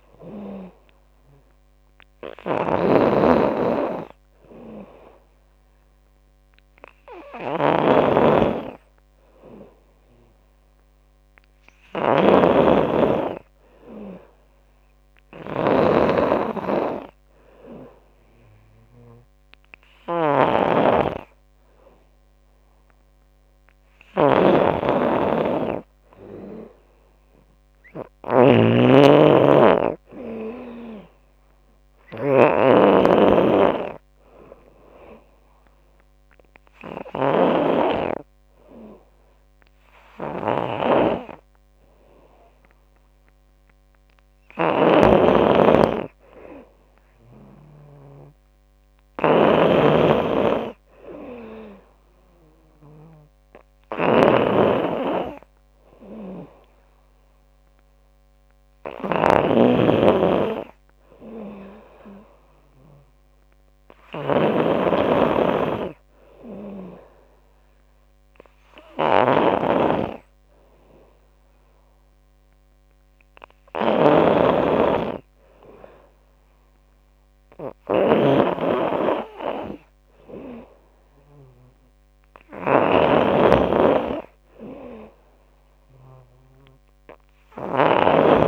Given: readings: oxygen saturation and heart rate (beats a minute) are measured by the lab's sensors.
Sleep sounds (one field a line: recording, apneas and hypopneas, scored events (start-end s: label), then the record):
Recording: breathing in sleep by a microphone on the trachea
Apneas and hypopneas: 2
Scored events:
0.00-88.48 s: snoring (device-marked)
7.50-10.50 s: arousal
14.50-29.50 s: oxygen desaturation (device-marked, oxygen 95% before, 90% lowest, heart rate 80 before, 80 extreme)
17.00-28.00 s: hypopnea (oxygen 95% before, 90% lowest, heart rate 80 before, 80 extreme, up 7 after)
29.50-32.00 s: arousal
35.00-46.00 s: hypopnea (oxygen 95% before, 90% lowest, heart rate 84 before, 80 extreme, up 8 after)
36.50-47.50 s: oxygen desaturation (device-marked, oxygen 93% before, 90% lowest, heart rate 85 before, 80 extreme)
49.00-53.00 s: arousal
From the record:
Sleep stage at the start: N2 (light sleep)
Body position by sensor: on the back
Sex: female